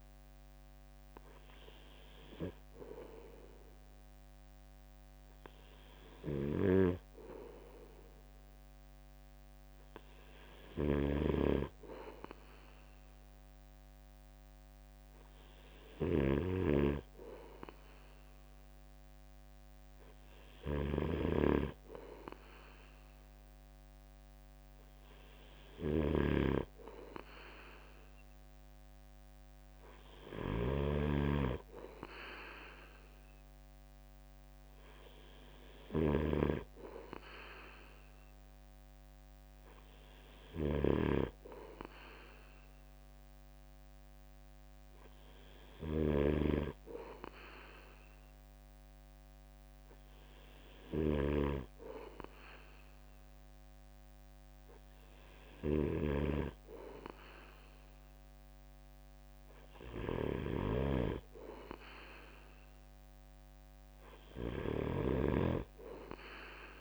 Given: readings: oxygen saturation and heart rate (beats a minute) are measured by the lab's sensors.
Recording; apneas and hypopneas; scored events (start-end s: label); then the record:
breathing in sleep by a microphone on the trachea; none
6.00-65.00 s: snoring (device-marked)
From the record:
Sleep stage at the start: N3 (deep sleep); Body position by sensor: on the right side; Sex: male